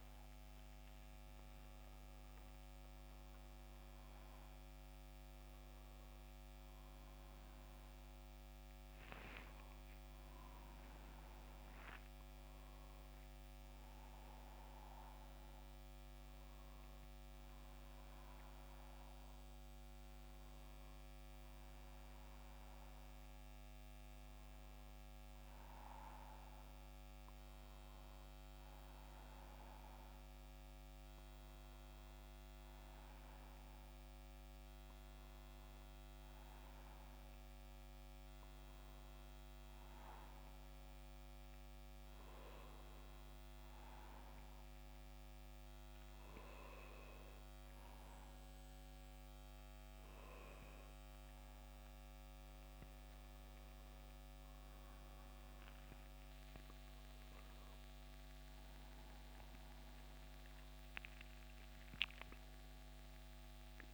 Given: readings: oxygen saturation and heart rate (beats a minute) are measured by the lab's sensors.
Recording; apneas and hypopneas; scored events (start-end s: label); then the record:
breathing in sleep, hard to hear, by a microphone on the trachea; none
26.50-56.50 s: new sleep stage, N2 (light sleep)
56.50-63.94 s: new sleep stage, awake
From the record:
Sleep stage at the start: N1 (lightest sleep); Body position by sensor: on the back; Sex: male